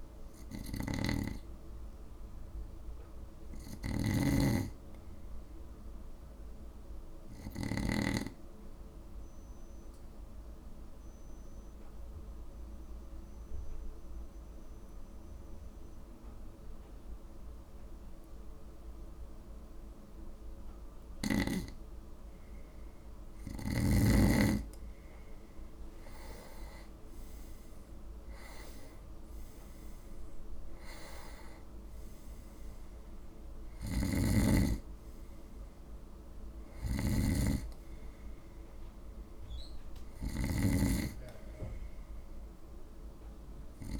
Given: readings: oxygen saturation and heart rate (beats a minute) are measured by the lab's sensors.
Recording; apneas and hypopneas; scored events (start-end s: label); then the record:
breathing in sleep by a room microphone; 1
0.00-8.00 s: snoring (device-marked)
1.00-4.50 s: arousal
7.00-20.50 s: obstructive apnea (oxygen 96% before, 91% lowest, heart rate 54 before, 53 extreme, up 7 after)
22.50-25.50 s: arousal
33.50-44.00 s: snoring (device-marked)
From the record:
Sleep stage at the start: N2 (light sleep); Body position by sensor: on the right side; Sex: male